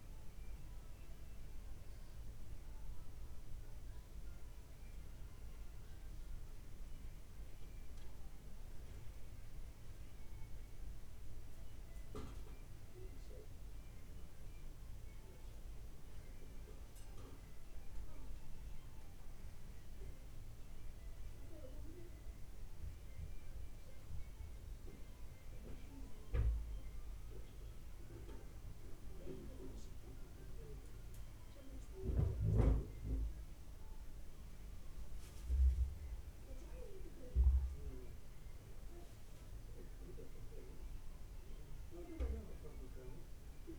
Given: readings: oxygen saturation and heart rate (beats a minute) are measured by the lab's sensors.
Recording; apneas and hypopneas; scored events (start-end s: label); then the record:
a person awake in a sleep study, by a room microphone; none
none scored
From the record:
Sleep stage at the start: awake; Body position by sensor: on the back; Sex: male